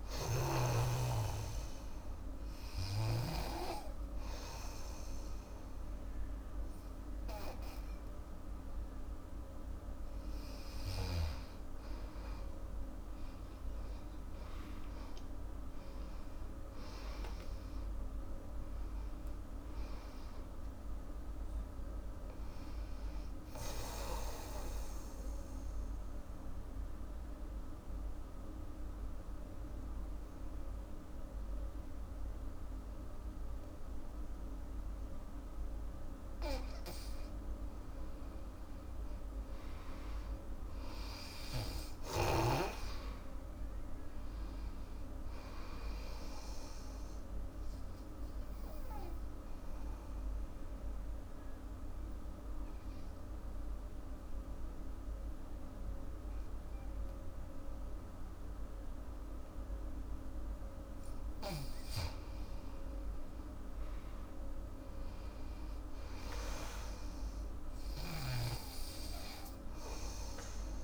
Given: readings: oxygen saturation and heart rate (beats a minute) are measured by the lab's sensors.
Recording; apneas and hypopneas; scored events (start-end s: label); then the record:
breathing in sleep by a room microphone; 3
0.00-9.50 s: oxygen desaturation (device-marked, oxygen 91% lowest, heart rate 75 extreme)
1.00-11.50 s: hypopnea (oxygen 97% before, 89% lowest, heart rate 78 before, 75 extreme, up 17 after)
14.00-19.50 s: arousal
24.00-36.00 s: obstructive apnea (oxygen 97% before, 89% lowest, heart rate 84 before, 68 extreme, up 5 after)
38.50-41.50 s: arousal
39.50-57.50 s: oxygen desaturation (device-marked, oxygen 99% before, 89% lowest, heart rate 82 before, 68 extreme)
48.00-61.50 s: obstructive apnea (oxygen 99% before, 89% lowest, heart rate 77 before, 69 extreme, up 15 after)
63.50-70.84 s: oxygen desaturation (device-marked, oxygen 99% before, 89% lowest, heart rate 74 before, 69 extreme)
From the record:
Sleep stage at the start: N2 (light sleep); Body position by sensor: on the back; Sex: female